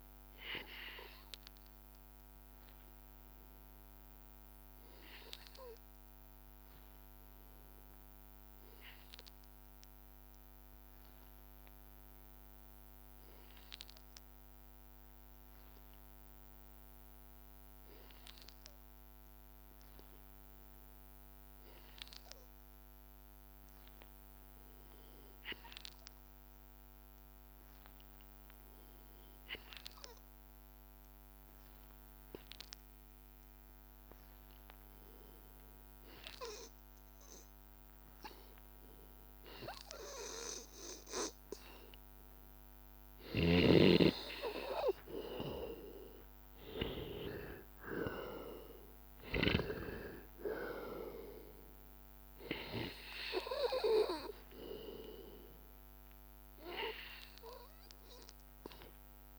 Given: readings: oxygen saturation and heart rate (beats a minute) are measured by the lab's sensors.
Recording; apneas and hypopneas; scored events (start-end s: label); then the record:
breathing in sleep by a microphone on the trachea; 1
0.00-2.00 s: oxygen desaturation (device-marked, oxygen 89% lowest, heart rate 83 extreme)
5.00-8.50 s: arousal
14.00-43.50 s: hypopnea (oxygen 99% before, 88% lowest, heart rate 86 before, 83 extreme, up 2 after)
19.00-59.39 s: oxygen desaturation (device-marked, oxygen 99% before, 88% lowest, heart rate 86 before, 82 extreme)
45.00-47.50 s: arousal
From the record:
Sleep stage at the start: N2 (light sleep); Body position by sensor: on the back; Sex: male